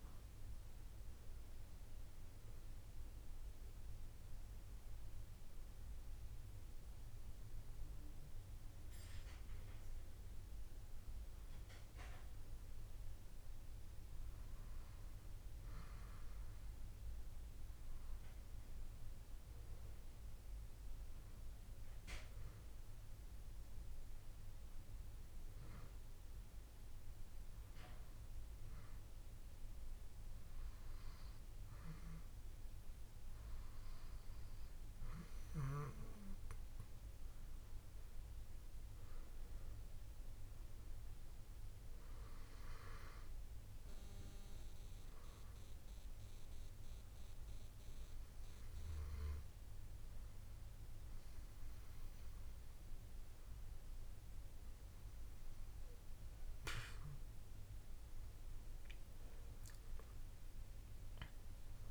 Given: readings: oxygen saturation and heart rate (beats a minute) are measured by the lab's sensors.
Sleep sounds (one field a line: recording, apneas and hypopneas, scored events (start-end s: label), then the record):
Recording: breathing in sleep, hard to hear, by a room microphone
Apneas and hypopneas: 1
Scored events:
0.00-4.00 s: drop in pulse transit time (device-marked, heart rate 55 extreme)
5.00-61.91 s: new sleep stage, N2 (light sleep)
15.50-17.50 s: long interval between heartbeats (device-marked, heart rate 72 before, 71 extreme)
18.00-20.00 s: long interval between heartbeats (device-marked, heart rate 72 before, 63 extreme)
20.00-22.00 s: long interval between heartbeats (device-marked, heart rate 71 before, 55 extreme)
38.00-41.00 s: arousal
38.00-48.00 s: drop in pulse transit time (device-marked, heart rate 68 before, 72 extreme)
45.50-56.50 s: hypopnea (oxygen 95% before, 92% lowest, heart rate 72 before, 36 extreme, up 14 after)
49.50-51.50 s: long interval between heartbeats (device-marked, heart rate 72 before, 71 extreme)
54.50-56.50 s: long interval between heartbeats (device-marked, heart rate 70 before, 44 extreme)
59.00-61.91 s: drop in pulse transit time (device-marked, heart rate 62 before, 36 extreme)
59.50-61.91 s: arousal
From the record:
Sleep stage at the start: N1 (lightest sleep)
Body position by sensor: on the back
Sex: female